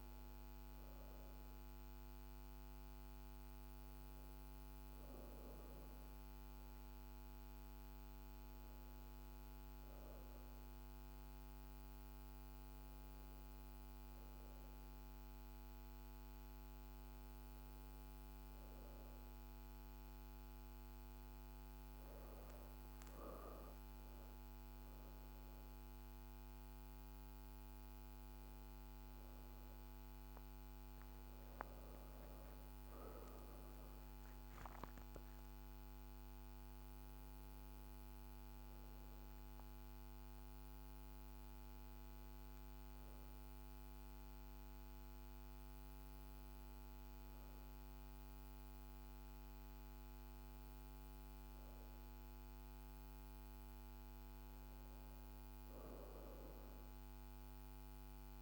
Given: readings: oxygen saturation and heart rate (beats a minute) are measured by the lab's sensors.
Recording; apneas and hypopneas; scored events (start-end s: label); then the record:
breathing in sleep, hard to hear, by a microphone on the trachea; none
none scored
From the record:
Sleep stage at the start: N2 (light sleep); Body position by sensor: on the back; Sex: female